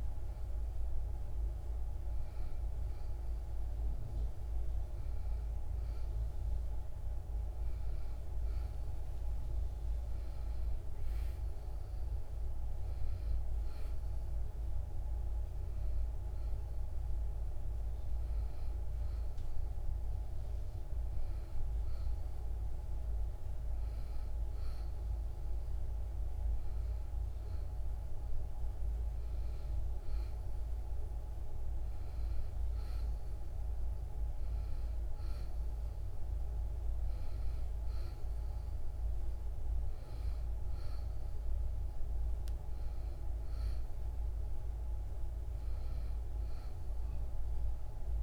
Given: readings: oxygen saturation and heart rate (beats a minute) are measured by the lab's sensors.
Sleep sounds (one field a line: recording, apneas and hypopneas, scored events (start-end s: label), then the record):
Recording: a person awake in a sleep study, hard to hear, by a room microphone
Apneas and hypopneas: none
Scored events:
none scored
From the record:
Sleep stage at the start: awake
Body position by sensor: on the back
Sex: female